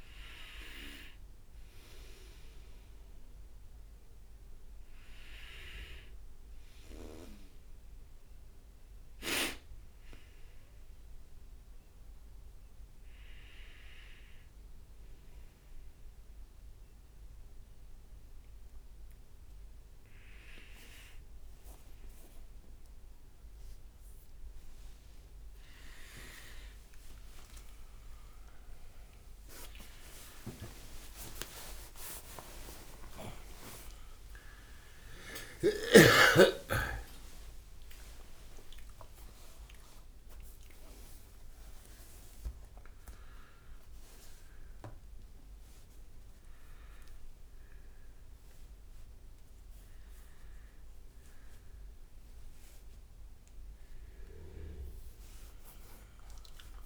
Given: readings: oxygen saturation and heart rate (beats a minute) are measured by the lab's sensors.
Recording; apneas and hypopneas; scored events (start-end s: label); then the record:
a person awake in a sleep study, by a room microphone; none
12.00-56.86 s: new sleep stage, awake
From the record:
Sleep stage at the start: N2 (light sleep); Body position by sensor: on the right side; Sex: male